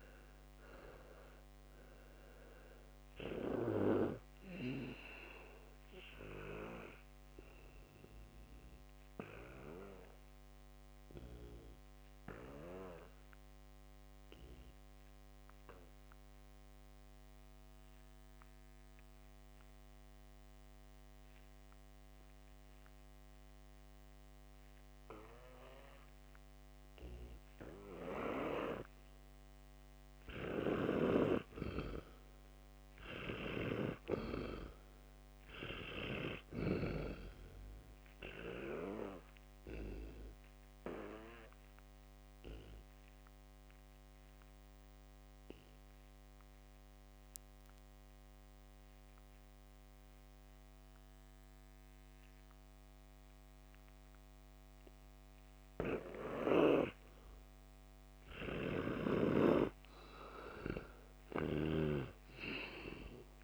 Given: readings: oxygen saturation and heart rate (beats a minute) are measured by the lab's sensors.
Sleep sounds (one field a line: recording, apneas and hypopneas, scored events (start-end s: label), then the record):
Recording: breathing in sleep by a microphone on the trachea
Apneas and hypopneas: 2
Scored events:
0.00-6.50 s: oxygen desaturation (device-marked, oxygen 87% lowest, heart rate 60 extreme)
8.00-28.00 s: obstructive apnea (oxygen 99% before, 86% lowest, heart rate 73 before, 59 extreme, up 0 after)
16.50-28.50 s: oxygen desaturation (device-marked, oxygen 96% before, 91% lowest, heart rate 73 before, 59 extreme)
30.50-34.50 s: arousal
39.50-57.50 s: oxygen desaturation (device-marked, oxygen 100% before, 86% lowest, heart rate 61 before, 60 extreme)
40.50-59.00 s: obstructive apnea (oxygen 100% before, 86% lowest, heart rate 61 before, 60 extreme, up 26 after)
61.00-63.44 s: arousal
From the record:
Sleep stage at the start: N2 (light sleep)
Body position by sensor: on the back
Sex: male